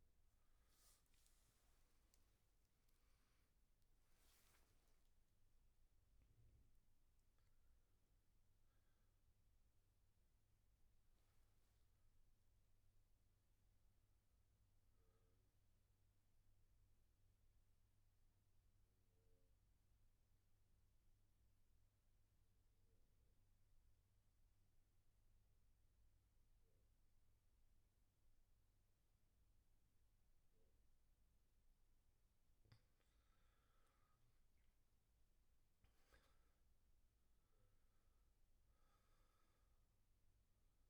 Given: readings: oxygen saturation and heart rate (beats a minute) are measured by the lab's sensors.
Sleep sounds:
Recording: breathing in sleep, hard to hear, by a room microphone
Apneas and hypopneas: 1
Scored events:
0.00-5.50 s: oxygen desaturation (device-marked, oxygen 87% lowest, heart rate 61 extreme)
10.00-13.50 s: arousal
15.00-30.50 s: obstructive apnea (oxygen 99% before, 89% lowest, heart rate 108 before, 61 extreme, up 11 after)
31.50-40.90 s: oxygen desaturation (device-marked, oxygen 98% before, 89% lowest, heart rate 71 before, 63 extreme)
34.00-37.50 s: arousal
From the record:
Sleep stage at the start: N2 (light sleep)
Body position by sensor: on the back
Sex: male

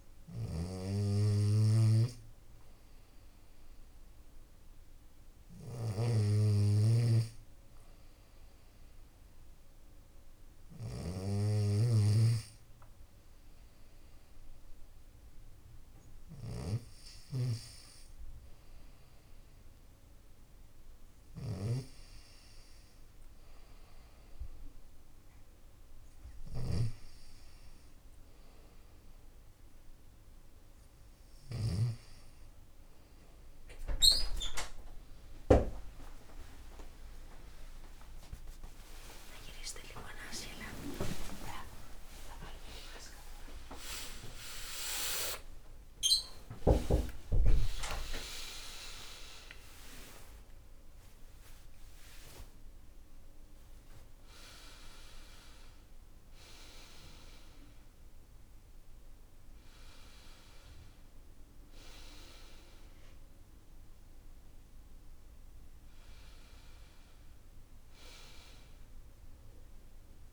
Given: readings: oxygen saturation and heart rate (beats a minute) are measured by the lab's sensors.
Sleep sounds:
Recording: a person awake in a sleep study, by a room microphone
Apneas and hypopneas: none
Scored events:
0.00-31.00 s: snoring (device-marked)
30.50-70.33 s: new sleep stage, awake
From the record:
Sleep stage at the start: N2 (light sleep)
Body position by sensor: on the left side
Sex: male

